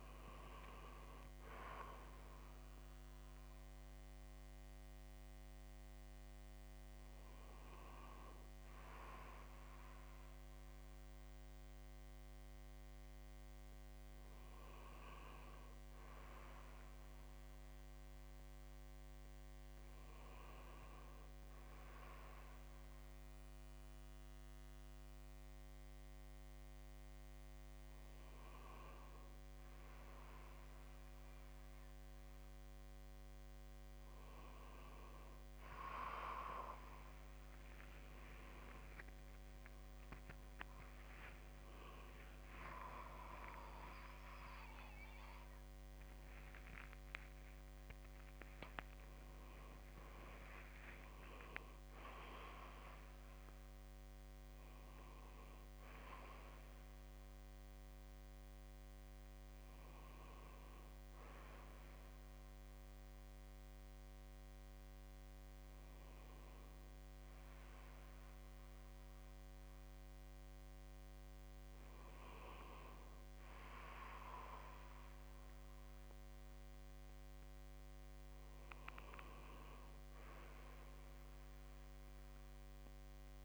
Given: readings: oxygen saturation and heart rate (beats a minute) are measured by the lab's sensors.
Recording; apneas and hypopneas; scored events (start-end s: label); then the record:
breathing in sleep by a microphone on the trachea; none
41.50-43.50 s: long interval between heartbeats (device-marked, heart rate 64 before, 80 extreme)
45.00-49.50 s: arousal
59.00-83.45 s: new sleep stage, REM sleep
From the record:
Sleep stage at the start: N2 (light sleep); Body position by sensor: on the back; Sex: male